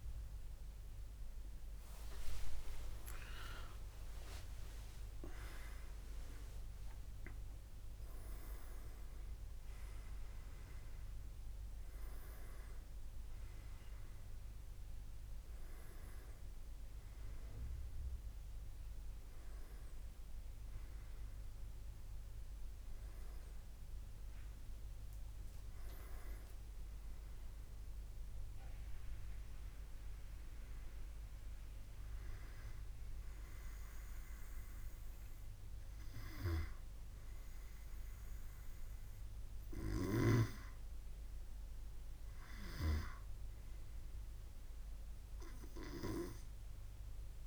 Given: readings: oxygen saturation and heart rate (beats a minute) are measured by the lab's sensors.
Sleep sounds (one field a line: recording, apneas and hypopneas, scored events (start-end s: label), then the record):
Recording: a person partly awake in a sleep study, by a room microphone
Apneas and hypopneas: none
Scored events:
0.00-9.00 s: oxygen desaturation (device-marked, oxygen 94% lowest, heart rate 68 extreme)
8.00-38.00 s: new sleep stage, N1 (lightest sleep)
38.00-47.47 s: new sleep stage, N2 (light sleep)
From the record:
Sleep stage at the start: awake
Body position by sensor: on the back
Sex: male